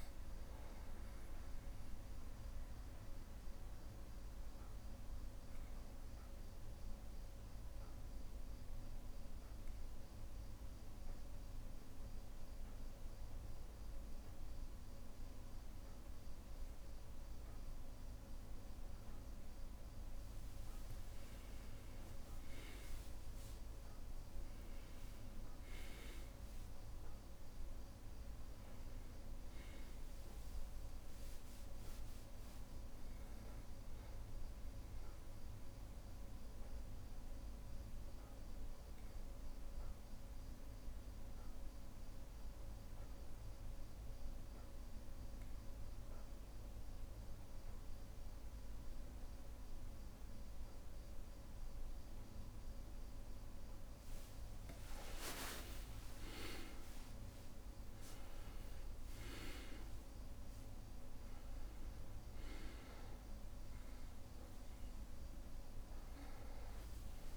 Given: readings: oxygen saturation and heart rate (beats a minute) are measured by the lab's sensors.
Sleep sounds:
breathing in sleep, hard to hear, by a room microphone; 2
0.00-13.00 s: oxygen desaturation (device-marked, oxygen 91% lowest, heart rate 60 extreme)
3.00-20.50 s: obstructive apnea (oxygen 99% before, 91% lowest, heart rate 67 before, 60 extreme, up 5 after)
22.50-26.50 s: arousal
27.00-46.00 s: oxygen desaturation (device-marked, oxygen 99% before, 95% lowest, heart rate 62 before, 60 extreme)
35.50-54.00 s: obstructive apnea (oxygen 99% before, 94% lowest, heart rate 63 before, 60 extreme, up 13 after)
55.00-57.00 s: long interval between heartbeats (device-marked, heart rate 61 before, 70 extreme)
55.00-58.50 s: arousal
56.00-67.37 s: oxygen desaturation (device-marked, oxygen 99% before, 94% lowest, heart rate 62 before, 61 extreme)
From the record:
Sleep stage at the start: N2 (light sleep); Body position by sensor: on the back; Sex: male

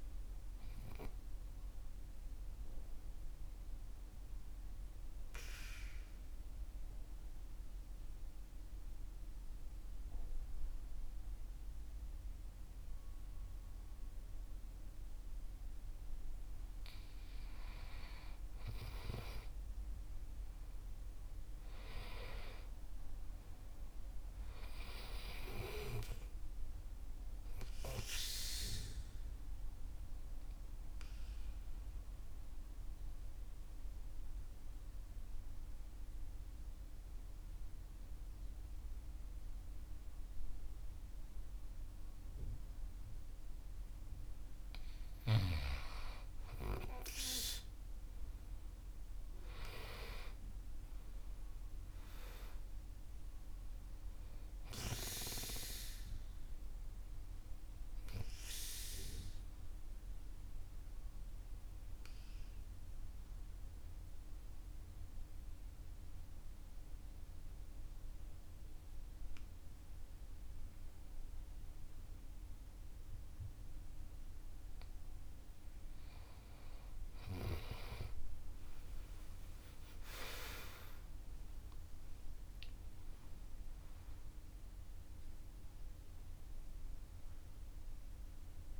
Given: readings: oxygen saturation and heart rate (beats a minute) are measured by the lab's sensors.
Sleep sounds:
breathing in sleep by a room microphone; 3
1.50-16.50 s: mixed apnea (oxygen 98% before, 93% lowest, heart rate 58 before, 47 extreme, up 17 after)
18.50-23.00 s: arousal
29.00-44.00 s: obstructive apnea (oxygen 97% before, 91% lowest, heart rate 54 before, 47 extreme, up 16 after)
44.00-48.00 s: oxygen desaturation (device-marked, oxygen 97% before, 94% lowest, heart rate 52 before, 47 extreme)
47.50-53.00 s: arousal
59.00-76.00 s: central apnea (oxygen 97% before, 91% lowest, heart rate 54 before, 47 extreme, up 25 after)
69.00-84.00 s: oxygen desaturation (device-marked, oxygen 96% before, 91% lowest, heart rate 53 before, 47 extreme)
77.50-83.00 s: arousal
From the record:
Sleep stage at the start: N2 (light sleep); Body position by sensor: on the back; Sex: male

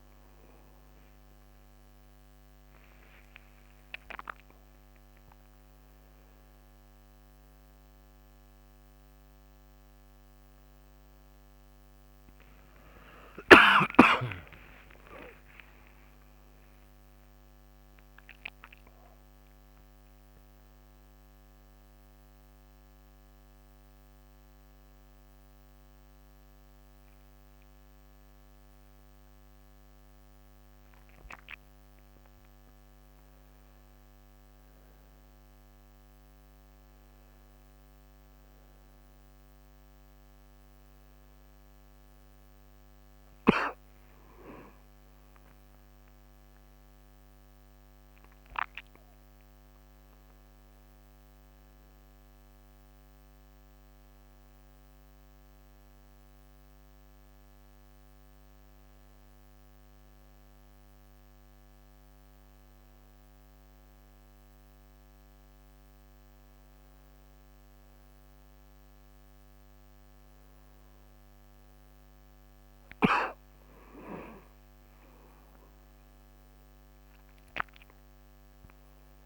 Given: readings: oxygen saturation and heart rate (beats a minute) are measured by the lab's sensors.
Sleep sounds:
a person awake in a sleep study, by a microphone on the trachea; none
none scored
From the record:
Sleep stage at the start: awake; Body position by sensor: on the right side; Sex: male

